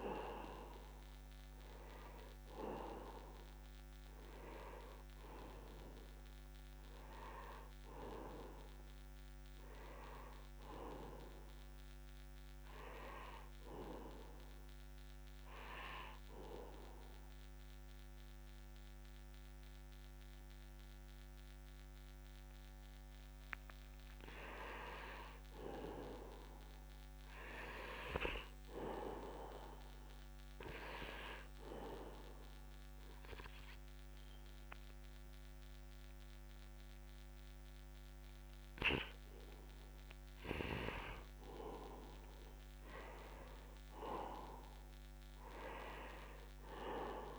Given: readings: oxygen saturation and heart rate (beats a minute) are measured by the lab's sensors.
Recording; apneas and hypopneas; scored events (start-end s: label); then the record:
breathing in sleep by a microphone on the trachea; 2
0.00-17.50 s: oxygen desaturation (device-marked, oxygen 91% lowest, heart rate 66 extreme)
13.50-24.00 s: hypopnea (oxygen 98% before, 91% lowest, heart rate 71 before, 66 extreme, up 0 after)
25.00-28.00 s: arousal
31.50-41.50 s: obstructive apnea (oxygen 98% before, 90% lowest, heart rate 68 before, 66 extreme, up 4 after)
35.50-45.50 s: oxygen desaturation (device-marked, oxygen 97% before, 93% lowest, heart rate 68 before, 66 extreme)
43.50-47.00 s: arousal
From the record:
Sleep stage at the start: N2 (light sleep); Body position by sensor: upright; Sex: male